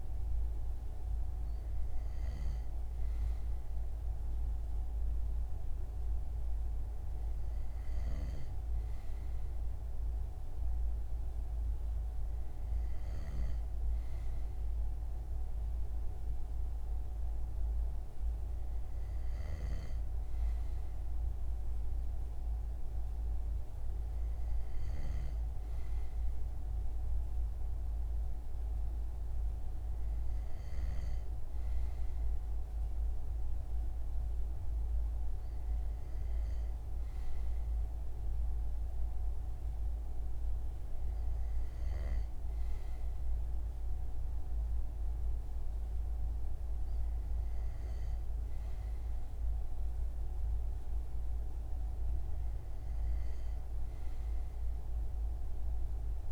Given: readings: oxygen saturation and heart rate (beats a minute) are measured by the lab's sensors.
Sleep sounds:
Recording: breathing in sleep, hard to hear, by a room microphone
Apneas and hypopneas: none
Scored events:
1.50-13.00 s: snoring (device-marked)
19.00-30.50 s: snoring (device-marked)
From the record:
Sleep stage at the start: N2 (light sleep)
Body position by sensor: on the front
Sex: male

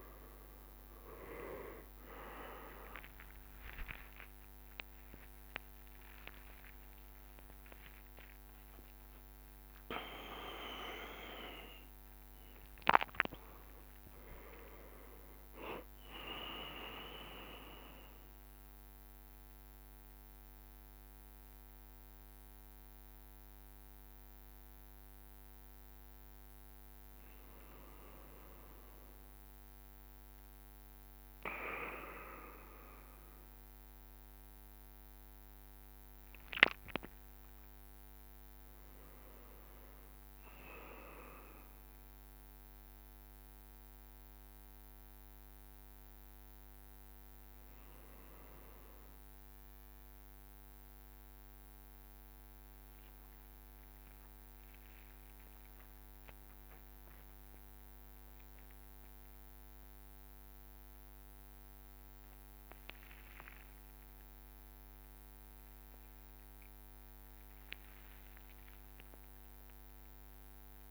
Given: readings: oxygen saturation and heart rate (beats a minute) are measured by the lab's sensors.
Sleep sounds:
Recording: a person partly awake in a sleep study, by a microphone on the trachea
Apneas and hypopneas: none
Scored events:
0.00-2.50 s: drop in pulse transit time (device-marked, heart rate 72 extreme)
0.00-26.50 s: oxygen desaturation (device-marked, oxygen 91% lowest, heart rate 68 extreme)
0.50-16.50 s: tachycardia (device-marked, heart rate 71 before, 164 extreme)
3.00-5.00 s: long interval between heartbeats (device-marked, heart rate 69 before, 89 extreme)
3.00-9.00 s: arousal
5.00-7.00 s: long interval between heartbeats (device-marked, heart rate 72 before, 127 extreme)
5.50-22.50 s: drop in pulse transit time (device-marked, heart rate 75 before, 83 extreme)
7.50-9.50 s: long interval between heartbeats (device-marked, heart rate 81 before, 137 extreme)
14.00-16.00 s: long interval between heartbeats (device-marked, heart rate 105 before, 141 extreme)
19.50-49.50 s: new sleep stage, N1 (lightest sleep)
49.50-70.91 s: new sleep stage, awake
From the record:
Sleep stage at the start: N2 (light sleep)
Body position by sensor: on the back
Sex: male

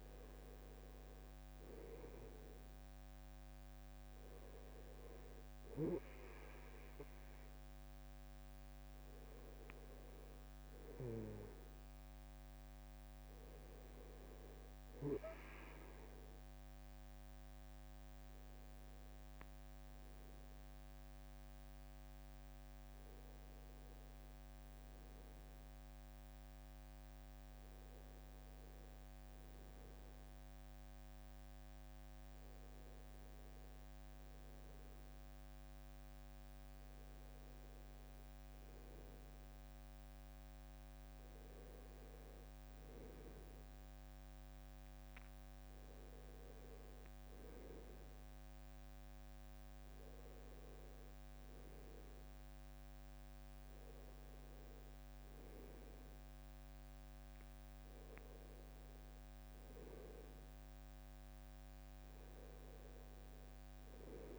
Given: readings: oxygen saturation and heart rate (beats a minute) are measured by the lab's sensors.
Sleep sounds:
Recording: breathing in sleep, hard to hear, by a microphone on the trachea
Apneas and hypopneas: none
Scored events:
37.00-40.50 s: arousal
From the record:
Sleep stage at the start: N2 (light sleep)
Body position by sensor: on the back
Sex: male

